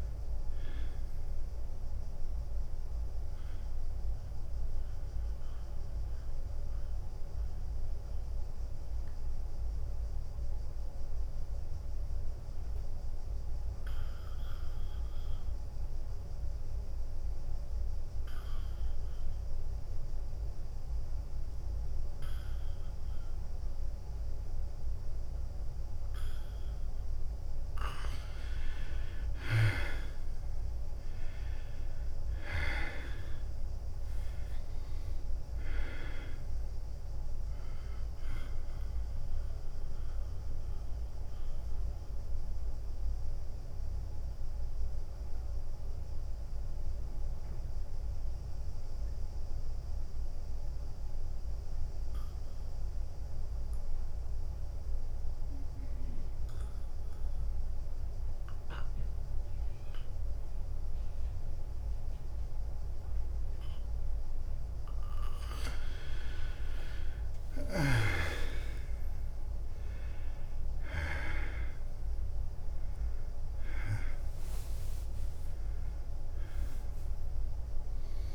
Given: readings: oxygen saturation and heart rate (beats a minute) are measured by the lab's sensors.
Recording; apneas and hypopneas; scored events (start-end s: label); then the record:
breathing in sleep by a room microphone; 2
0.00-8.00 s: drop in pulse transit time (device-marked, heart rate 89 extreme)
0.00-21.00 s: oxygen desaturation (device-marked, oxygen 81% lowest, heart rate 89 extreme)
5.00-28.00 s: mixed apnea (oxygen 98% before, 81% lowest, heart rate 91 before, 90 extreme, up 6 after)
30.50-34.50 s: arousal
31.00-57.00 s: oxygen desaturation (device-marked, oxygen 98% before, 82% lowest, heart rate 93 before, 91 extreme)
32.00-44.00 s: drop in pulse transit time (device-marked, heart rate 93 before, 94 extreme)
40.00-68.00 s: mixed apnea (oxygen 98% before, 82% lowest, heart rate 94 before, 91 extreme, up 5 after)
68.00-78.35 s: oxygen desaturation (device-marked, oxygen 98% before, 82% lowest, heart rate 95 before, 90 extreme)
68.50-73.00 s: arousal
71.00-78.35 s: drop in pulse transit time (device-marked, heart rate 94 before, 92 extreme)
From the record:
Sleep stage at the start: N2 (light sleep); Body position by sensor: on the back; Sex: male